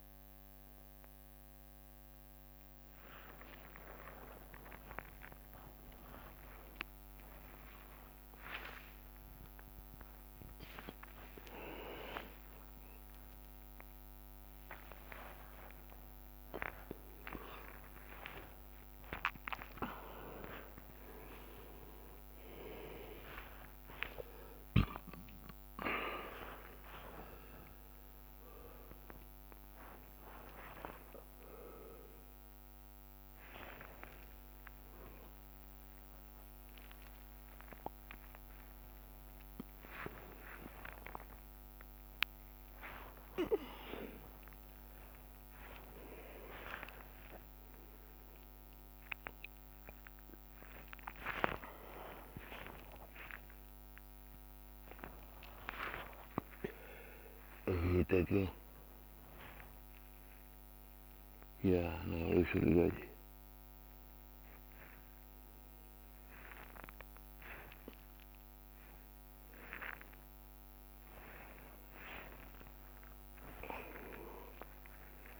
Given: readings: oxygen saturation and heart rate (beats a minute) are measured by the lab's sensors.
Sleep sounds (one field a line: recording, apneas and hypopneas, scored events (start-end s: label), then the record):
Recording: a person awake in a sleep study, by a microphone on the trachea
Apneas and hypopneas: none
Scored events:
0.00-1.50 s: leg movement (device-marked)
2.00-10.00 s: tachycardia (device-marked, heart rate 73 before, 139 extreme)
2.00-12.00 s: drop in pulse transit time (device-marked, heart rate 97 before, 88 extreme)
3.00-5.00 s: long interval between heartbeats (device-marked, heart rate 98 before, 88 extreme)
5.00-7.00 s: long interval between heartbeats (device-marked, heart rate 100 before, 108 extreme)
9.50-11.50 s: long interval between heartbeats (device-marked, heart rate 106 before, 138 extreme)
13.00-36.00 s: bradycardia (device-marked)
17.00-19.00 s: long interval between heartbeats (device-marked, heart rate 108 before, 27 extreme)
19.00-21.00 s: long interval between heartbeats (device-marked, heart rate 98 before, 34 extreme)
23.00-29.00 s: oxygen desaturation (device-marked, oxygen 98% before, 94% lowest)
25.00-27.00 s: long interval between heartbeats (device-marked, heart rate 80 before, 40 extreme)
36.00-38.00 s: long interval between heartbeats (device-marked, heart rate 36 before, 32 extreme)
37.00-42.00 s: tachycardia (device-marked, heart rate 73 before, 158 extreme)
39.50-41.50 s: long interval between heartbeats (device-marked, heart rate 38 before, 63 extreme)
40.00-43.00 s: drop in pulse transit time (device-marked, heart rate 40 before, 158 extreme)
41.50-43.50 s: long interval between heartbeats (device-marked, heart rate 45 before, 158 extreme)
44.00-46.00 s: long interval between heartbeats (device-marked, heart rate 59 before, 89 extreme)
46.00-48.00 s: long interval between heartbeats (device-marked, heart rate 65 before, 75 extreme)
49.00-53.00 s: bradycardia (device-marked, heart rate 73 before, 44 extreme)
49.50-51.50 s: long interval between heartbeats (device-marked, heart rate 71 before, 67 extreme)
53.00-55.00 s: long interval between heartbeats (device-marked, heart rate 76 before, 49 extreme)
55.00-62.00 s: drop in pulse transit time (device-marked, heart rate 79 before, 59 extreme)
56.00-58.00 s: long interval between heartbeats (device-marked, heart rate 82 before, 75 extreme)
58.00-62.50 s: snoring (device-marked)
59.00-61.00 s: long interval between heartbeats (device-marked, heart rate 88 before, 86 extreme)
65.00-71.00 s: bradycardia (device-marked)
68.00 s: drop in pulse transit time (device-marked)
70.00-72.00 s: long interval between heartbeats (device-marked)
From the record:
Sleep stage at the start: awake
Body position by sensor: upright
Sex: male